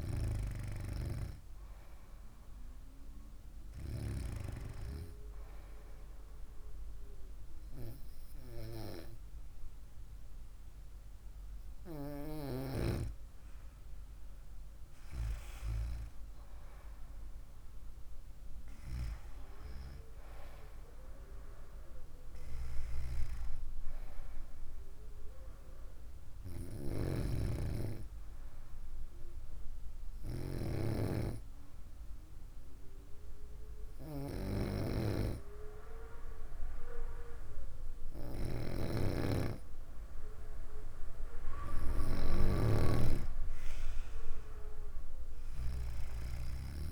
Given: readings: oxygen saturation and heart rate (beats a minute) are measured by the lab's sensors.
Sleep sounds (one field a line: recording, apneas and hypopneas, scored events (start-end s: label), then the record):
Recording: breathing in sleep by a room microphone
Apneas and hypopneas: none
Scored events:
none scored
From the record:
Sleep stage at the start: N2 (light sleep)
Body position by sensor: on the right side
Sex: female